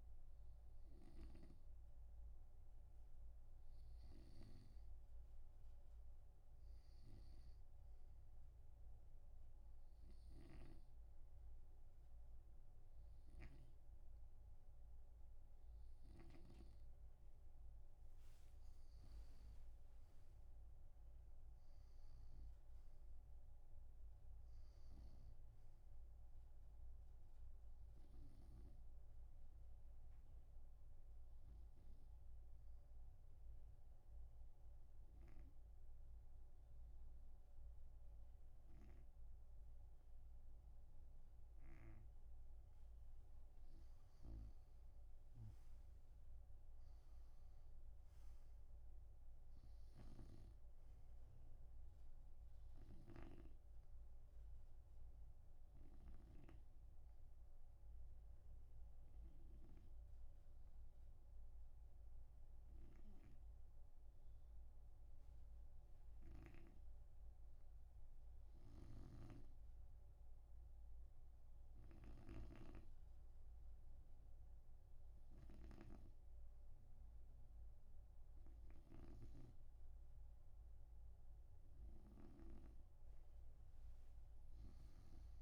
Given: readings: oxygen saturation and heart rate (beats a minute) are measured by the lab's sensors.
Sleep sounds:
breathing in sleep by a room microphone; 3
1.50-17.00 s: snoring (device-marked)
9.00-19.00 s: hypopnea (oxygen 95% before, 92% lowest)
20.50-24.50 s: arousal
30.00-42.50 s: obstructive apnea (oxygen 95% before, 92% lowest)
45.00-49.50 s: arousal
50.50-57.00 s: snoring (device-marked)
56.50-69.00 s: obstructive apnea (oxygen 96% before, 92% lowest)
69.00-76.50 s: snoring (device-marked)
69.50-74.00 s: arousal
From the record:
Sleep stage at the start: N2 (light sleep); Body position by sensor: on the right side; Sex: male

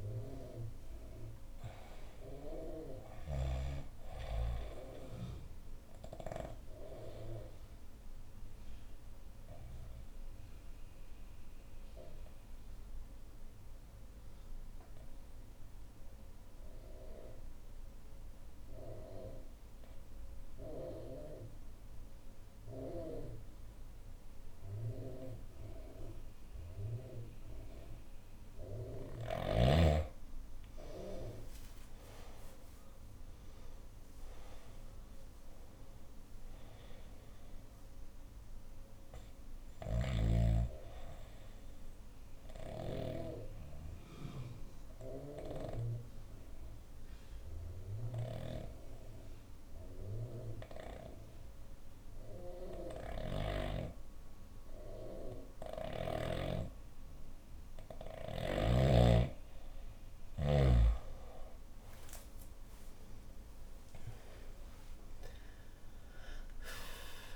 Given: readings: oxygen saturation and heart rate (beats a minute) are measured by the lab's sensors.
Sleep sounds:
breathing in sleep by a room microphone; 2
0.00-1.00 s: arousal
0.00-15.50 s: oxygen desaturation (device-marked, oxygen 89% lowest, heart rate 55 extreme)
3.50-28.00 s: obstructive apnea (oxygen 98% before, 89% lowest, heart rate 65 before, 55 extreme, up 14 after)
5.50-15.50 s: bradycardia (device-marked, heart rate 67 before, 55 extreme)
27.50-48.50 s: oxygen desaturation (device-marked, oxygen 98% before, 89% lowest, heart rate 59 before, 57 extreme)
30.00-35.00 s: arousal
39.00-58.00 s: obstructive apnea (oxygen 98% before, 89% lowest, heart rate 65 before, 57 extreme, up 13 after)
42.50-48.50 s: bradycardia (device-marked, heart rate 67 before, 57 extreme)
55.00-58.50 s: snoring (device-marked)
61.50-67.00 s: arousal
62.50-67.36 s: oxygen desaturation (device-marked, oxygen 98% before, 91% lowest, heart rate 60 before, 59 extreme)
From the record:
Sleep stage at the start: N2 (light sleep); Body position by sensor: on the back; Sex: female

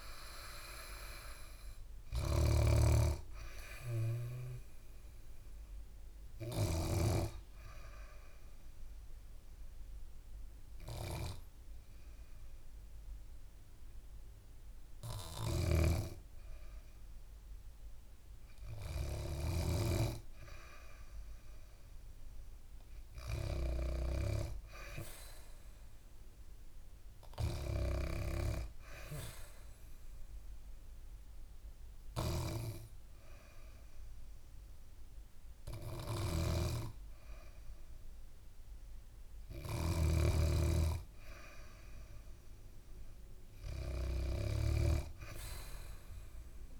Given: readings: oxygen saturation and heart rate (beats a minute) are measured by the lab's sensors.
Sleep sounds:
breathing in sleep by a room microphone; 2
0.00-1.00 s: arousal
1.50-6.50 s: snoring (device-marked)
6.00-18.50 s: hypopnea (oxygen 99% before, 95% lowest, heart rate 72 before, 67 extreme, up 6 after)
15.00-32.00 s: snoring (device-marked)
21.50-24.50 s: arousal
28.50-39.00 s: hypopnea (oxygen 100% before, 95% lowest, heart rate 69 before, 69 extreme, up 2 after)
39.00-44.00 s: snoring (device-marked)
40.50-45.00 s: arousal
From the record:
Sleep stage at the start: N2 (light sleep); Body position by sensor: on the back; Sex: female

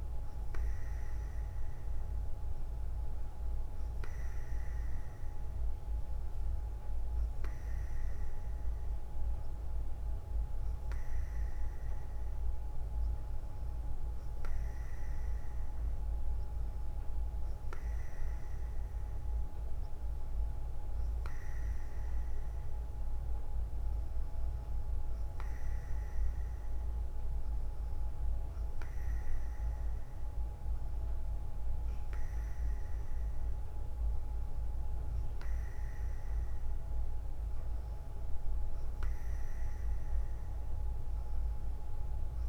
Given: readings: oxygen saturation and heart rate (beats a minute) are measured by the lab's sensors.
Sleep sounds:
breathing in sleep, hard to hear, by a room microphone; none
none scored
From the record:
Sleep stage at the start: N3 (deep sleep); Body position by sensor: on the front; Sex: female

